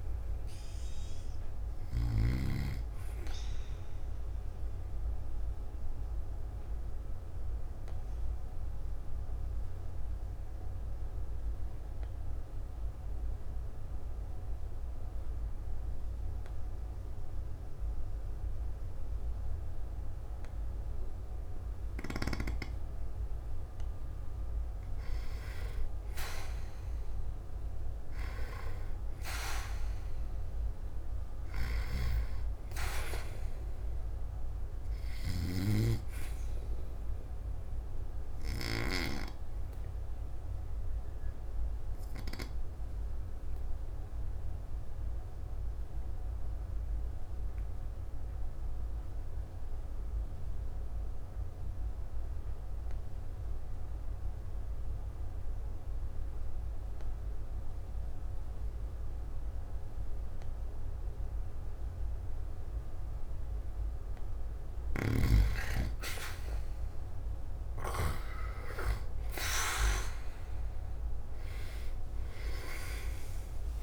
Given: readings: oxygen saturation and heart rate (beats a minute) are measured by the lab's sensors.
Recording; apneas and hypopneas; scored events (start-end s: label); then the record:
breathing in sleep by a room microphone; 2
4.50-23.00 s: obstructive apnea (oxygen 99% before, 90% lowest, heart rate 58 before, 50 extreme)
26.00-30.00 s: arousal
31.50-39.00 s: snoring (device-marked)
33.50-44.50 s: oxygen desaturation (device-marked, oxygen 98% before, 94% lowest, heart rate 52 before, 49 extreme)
38.50-63.00 s: obstructive apnea (oxygen 98% before, 90% lowest, heart rate 52 before, 49 extreme)
46.50-63.50 s: oxygen desaturation (device-marked, oxygen 96% before, 90% lowest, heart rate 52 before, 49 extreme)
64.50-68.00 s: snoring (device-marked)
68.00-73.00 s: arousal
71.50-73.83 s: oxygen desaturation (device-marked, oxygen 98% before, 94% lowest, heart rate 52 before, 53 extreme)
From the record:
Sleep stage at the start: N2 (light sleep); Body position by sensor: on the back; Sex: male